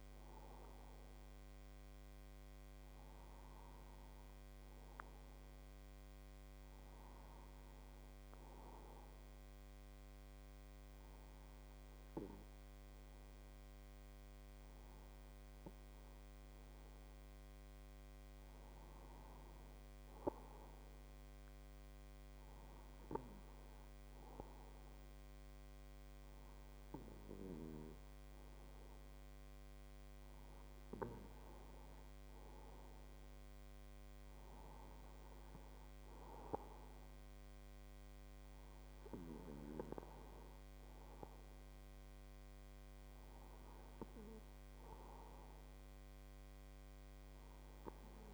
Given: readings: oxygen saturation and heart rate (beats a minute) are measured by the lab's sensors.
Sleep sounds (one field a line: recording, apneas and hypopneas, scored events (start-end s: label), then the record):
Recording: breathing in sleep by a microphone on the trachea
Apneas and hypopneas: none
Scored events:
none scored
From the record:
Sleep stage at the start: N2 (light sleep)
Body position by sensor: on the right side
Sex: male